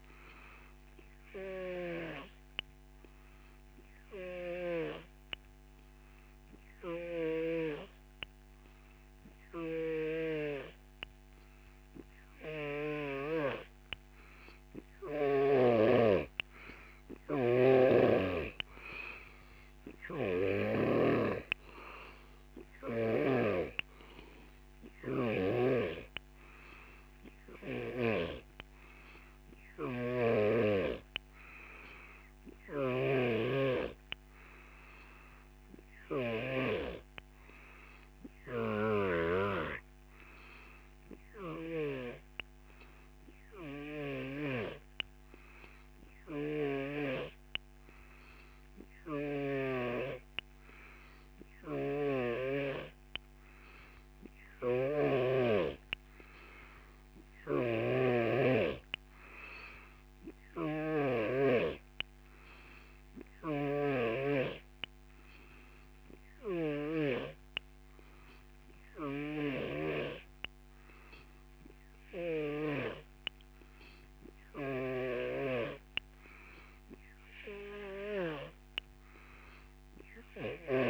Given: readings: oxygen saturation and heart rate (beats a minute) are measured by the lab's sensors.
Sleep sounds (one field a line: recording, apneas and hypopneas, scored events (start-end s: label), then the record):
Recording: breathing in sleep by a microphone on the trachea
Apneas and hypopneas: 1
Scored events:
0.00-2.00 s: snoring (device-marked)
3.50-13.50 s: hypopnea (oxygen 91% before, 88% lowest, heart rate 44 before, 43 extreme, up 17 after)
4.00-7.50 s: snoring (device-marked)
9.50-13.00 s: snoring (device-marked)
17.00-20.00 s: arousal
17.50-21.00 s: snoring (device-marked)
25.50-42.00 s: snoring (device-marked)
29.50-46.50 s: oxygen desaturation (device-marked, oxygen 92% before, 88% lowest, heart rate 56 before, 43 extreme)
51.50-67.00 s: snoring (device-marked)
69.00-72.50 s: snoring (device-marked)
74.50-78.50 s: snoring (device-marked)
From the record:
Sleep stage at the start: N3 (deep sleep)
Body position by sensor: on the back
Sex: male